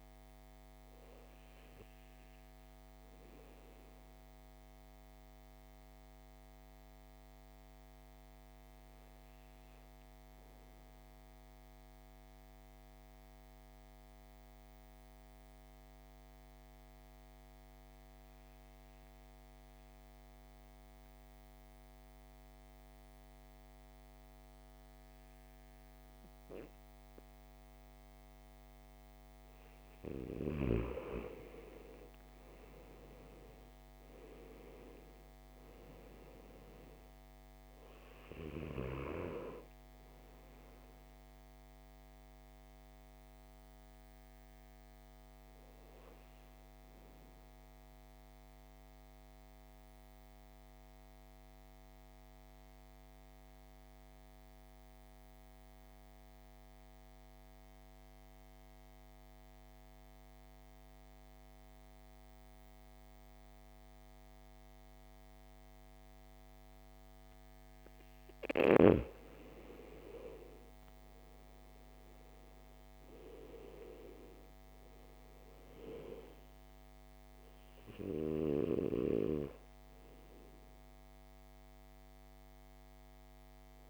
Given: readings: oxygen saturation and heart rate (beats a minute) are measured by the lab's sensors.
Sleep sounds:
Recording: breathing in sleep by a microphone on the trachea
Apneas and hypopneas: 2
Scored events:
0.00-18.00 s: oxygen desaturation (device-marked, oxygen 88% lowest, heart rate 53 extreme)
2.50-30.00 s: mixed apnea (oxygen 98% before, 85% lowest, heart rate 58 before, 53 extreme, up 11 after)
28.00-59.00 s: oxygen desaturation (device-marked, oxygen 99% before, 85% lowest, heart rate 54 before, 55 extreme)
32.00-36.00 s: arousal
46.00-66.50 s: central apnea (oxygen 99% before, 85% lowest, heart rate 60 before, 55 extreme, up 9 after)
70.00-74.00 s: arousal
72.00-83.90 s: oxygen desaturation (device-marked, oxygen 98% before, 85% lowest, heart rate 58 before, 54 extreme)
From the record:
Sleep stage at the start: N2 (light sleep)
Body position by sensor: on the back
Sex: male

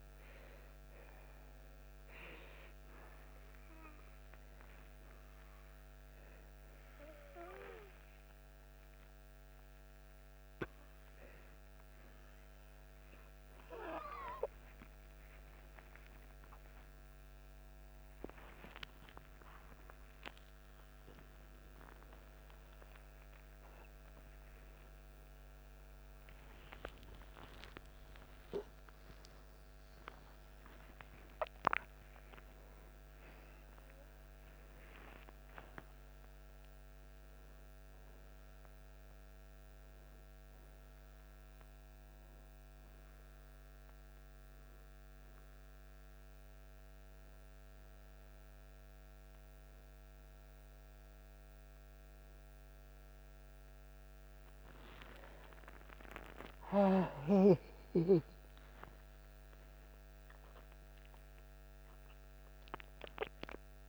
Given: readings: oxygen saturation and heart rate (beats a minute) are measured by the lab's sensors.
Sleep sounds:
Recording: a person partly awake in a sleep study, by a microphone on the trachea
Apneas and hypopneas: none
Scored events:
10.00-21.00 s: oxygen desaturation (device-marked, oxygen 95% before, 89% lowest, heart rate 88 before, 57 extreme)
26.00-63.89 s: new sleep stage, N2 (light sleep)
29.00-41.00 s: oxygen desaturation (device-marked, oxygen 92% before, 88% lowest, heart rate 143 before, 57 extreme)
56.50-61.00 s: arousal
From the record:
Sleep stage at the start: awake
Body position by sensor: on the back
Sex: male

